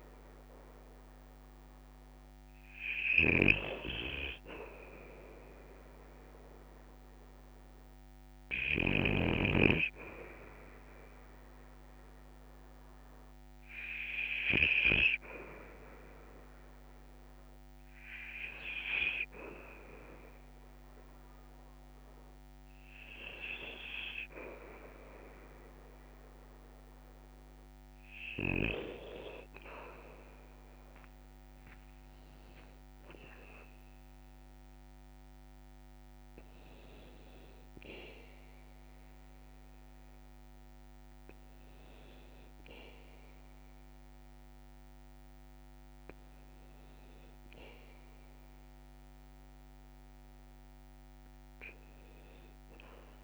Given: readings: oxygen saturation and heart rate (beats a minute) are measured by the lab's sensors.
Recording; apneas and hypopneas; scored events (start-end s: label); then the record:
breathing in sleep by a microphone on the trachea; 1
0.00-9.00 s: snoring (device-marked)
8.50-20.00 s: hypopnea (oxygen 95% before, 93% lowest, heart rate 65 before, 58 extreme, up 0 after)
30.50-35.50 s: arousal
From the record:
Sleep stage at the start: REM sleep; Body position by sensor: on the back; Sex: male